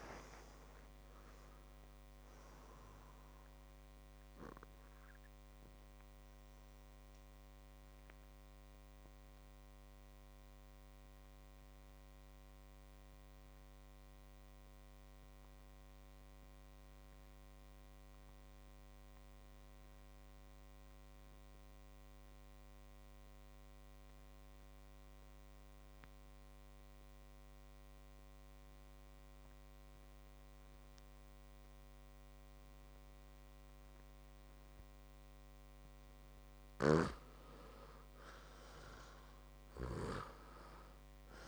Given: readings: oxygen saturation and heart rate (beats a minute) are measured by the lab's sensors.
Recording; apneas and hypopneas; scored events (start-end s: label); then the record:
breathing in sleep by a microphone on the trachea; 1
0.00-22.00 s: oxygen desaturation (device-marked, oxygen 90% lowest, heart rate 55 extreme)
7.00-36.50 s: obstructive apnea (oxygen 100% before, 88% lowest, heart rate 66 before, 56 extreme, up 5 after)
35.00-41.48 s: oxygen desaturation (device-marked, oxygen 100% before, 88% lowest, heart rate 62 before, 55 extreme)
38.50-41.48 s: arousal
From the record:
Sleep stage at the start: REM sleep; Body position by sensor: on the back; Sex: male